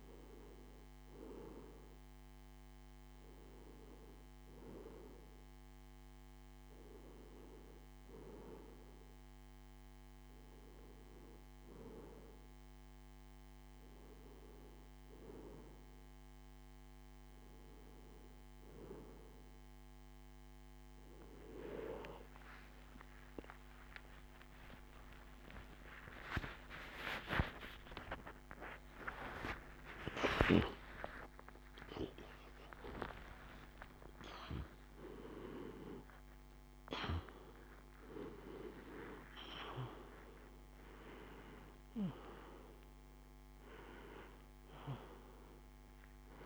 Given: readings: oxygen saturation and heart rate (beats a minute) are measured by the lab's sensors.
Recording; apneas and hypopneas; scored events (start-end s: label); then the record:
a person awake in a sleep study, by a microphone on the trachea; none
20.50-46.46 s: new sleep stage, awake
From the record:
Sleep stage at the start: N2 (light sleep); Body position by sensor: on the back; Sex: male